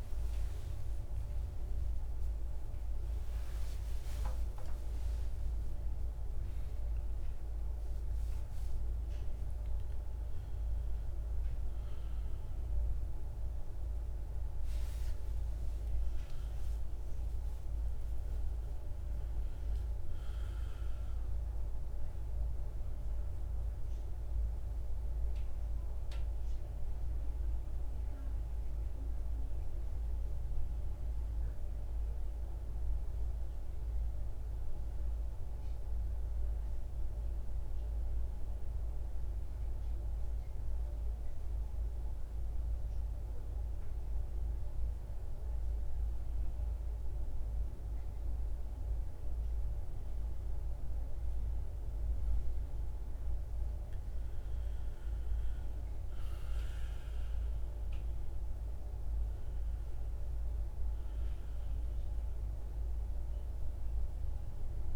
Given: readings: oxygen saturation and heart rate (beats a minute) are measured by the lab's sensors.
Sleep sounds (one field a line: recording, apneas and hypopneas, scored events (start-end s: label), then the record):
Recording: breathing in sleep, hard to hear, by a room microphone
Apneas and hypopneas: 1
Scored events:
0.00-13.00 s: oxygen desaturation (device-marked, oxygen 87% lowest, heart rate 56 extreme)
31.00-34.50 s: arousal
37.50-49.50 s: central apnea (oxygen 99% before, 90% lowest, heart rate 61 before, 57 extreme, up 10 after)
52.00-55.50 s: arousal
55.00-64.96 s: oxygen desaturation (device-marked, oxygen 98% before, 90% lowest, heart rate 58 before, 56 extreme)
From the record:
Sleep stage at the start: N1 (lightest sleep)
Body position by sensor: on the back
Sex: male